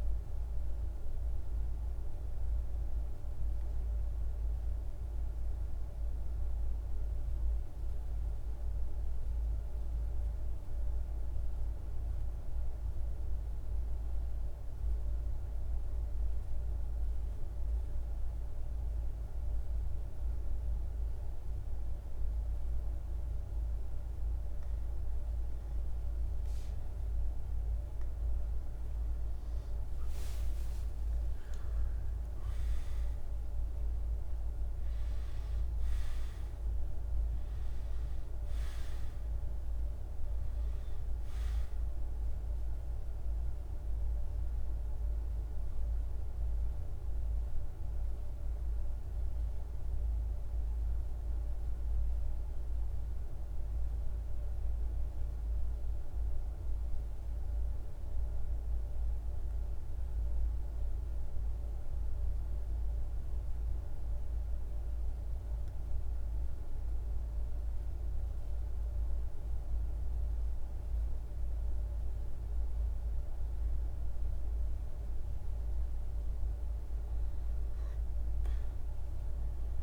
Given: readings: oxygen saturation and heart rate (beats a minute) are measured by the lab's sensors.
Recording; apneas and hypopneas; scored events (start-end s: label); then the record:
breathing in sleep, hard to hear, by a room microphone; 2
0.00-6.00 s: oxygen desaturation (device-marked, oxygen 90% lowest, heart rate 52 extreme)
3.50-27.00 s: mixed apnea (oxygen 94% before, 92% lowest, heart rate 57 before, 50 extreme, up 4 after)
28.00-56.00 s: oxygen desaturation (device-marked, oxygen 99% before, 92% lowest, heart rate 53 before, 49 extreme)
28.50-32.50 s: arousal
54.00-70.50 s: hypopnea (oxygen 98% before, 93% lowest, heart rate 54 before, 50 extreme, up 2 after)
78.00-79.83 s: arousal
From the record:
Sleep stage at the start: REM sleep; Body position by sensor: on the back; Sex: male